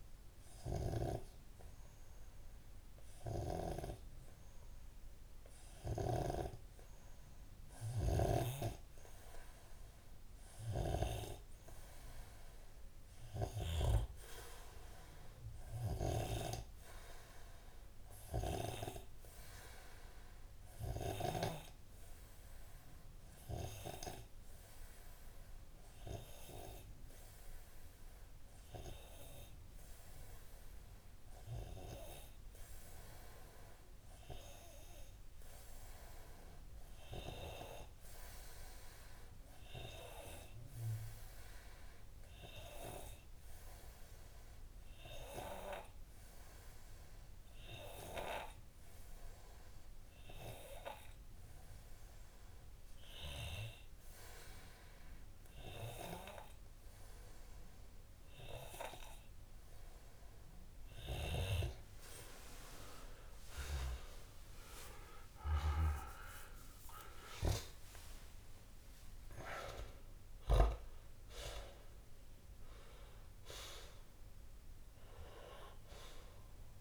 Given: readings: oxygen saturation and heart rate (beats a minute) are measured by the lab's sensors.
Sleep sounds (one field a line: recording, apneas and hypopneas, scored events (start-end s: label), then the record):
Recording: breathing in sleep by a room microphone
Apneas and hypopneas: 1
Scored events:
2.50-24.50 s: oxygen desaturation (device-marked, oxygen 99% before, 94% lowest)
25.50-59.50 s: obstructive apnea (oxygen 98% before, 94% lowest)
61.50-66.00 s: snoring (device-marked)
65.00-69.00 s: arousal
From the record:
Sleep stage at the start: N2 (light sleep)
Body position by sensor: on the left side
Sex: male